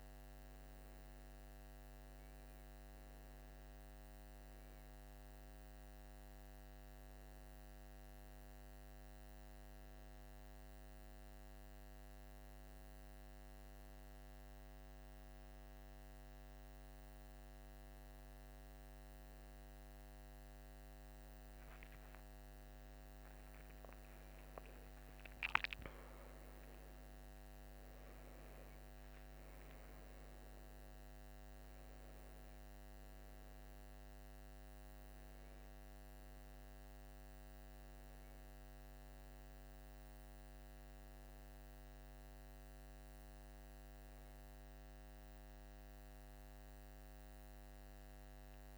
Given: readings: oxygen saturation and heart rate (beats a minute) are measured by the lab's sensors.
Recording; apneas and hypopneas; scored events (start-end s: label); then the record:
breathing in sleep, hard to hear, by a microphone on the trachea; none
23.50-27.50 s: arousal
From the record:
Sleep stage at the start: N2 (light sleep); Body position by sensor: on the right side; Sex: male